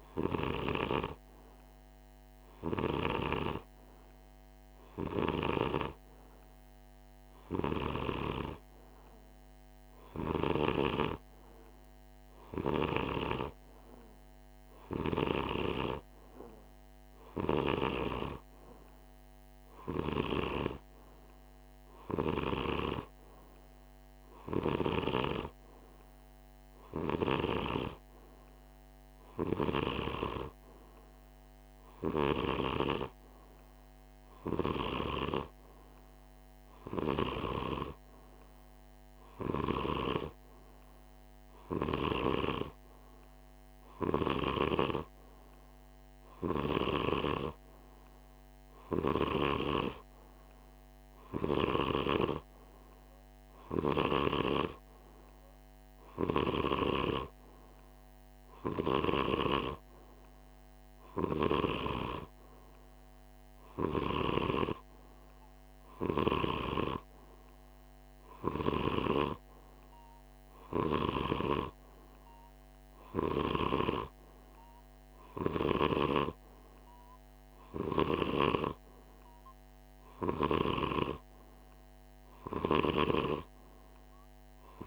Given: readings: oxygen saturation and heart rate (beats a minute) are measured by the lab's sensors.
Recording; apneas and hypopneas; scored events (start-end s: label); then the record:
breathing in sleep by a microphone on the trachea; none
none scored
From the record:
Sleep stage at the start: N2 (light sleep); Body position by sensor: on the right side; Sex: male